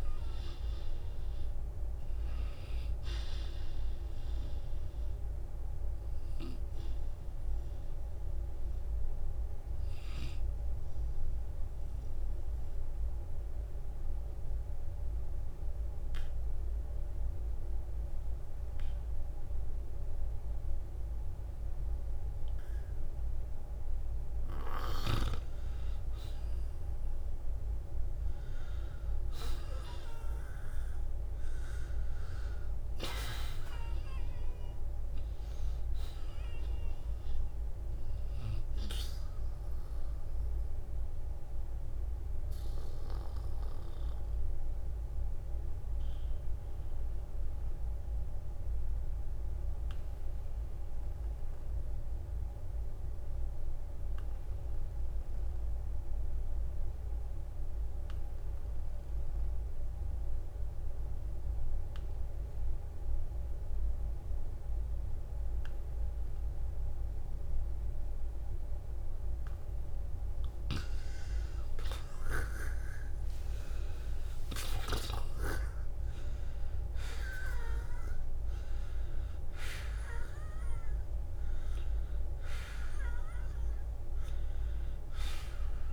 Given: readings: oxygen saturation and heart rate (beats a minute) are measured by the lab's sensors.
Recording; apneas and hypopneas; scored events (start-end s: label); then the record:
breathing in sleep by a room microphone; 2
0.00-1.50 s: oxygen desaturation (device-marked, oxygen 93% lowest, heart rate 53 extreme)
3.50-24.50 s: oxygen desaturation (device-marked, oxygen 94% before, 88% lowest, heart rate 60 before, 53 extreme)
12.00-24.00 s: obstructive apnea (oxygen 96% before, 88% lowest, heart rate 60 before, 53 extreme, up 8 after)
29.00-33.50 s: arousal
40.00-69.50 s: obstructive apnea (oxygen 95% before, 84% lowest, heart rate 61 before, 46 extreme, up 14 after)
41.00-43.00 s: long interval between heartbeats (device-marked, heart rate 62 before, 65 extreme)
58.50-60.50 s: long interval between heartbeats (device-marked, heart rate 56 before, 57 extreme)
59.50-68.50 s: oxygen desaturation (device-marked, oxygen 95% before, 91% lowest, heart rate 56 before, 49 extreme)
62.00-64.00 s: long interval between heartbeats (device-marked, heart rate 55 before, 58 extreme)
66.50-68.50 s: long interval between heartbeats (device-marked, heart rate 54 before, 49 extreme)
73.00-77.50 s: arousal
From the record:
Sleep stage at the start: N2 (light sleep); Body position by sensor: on the back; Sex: male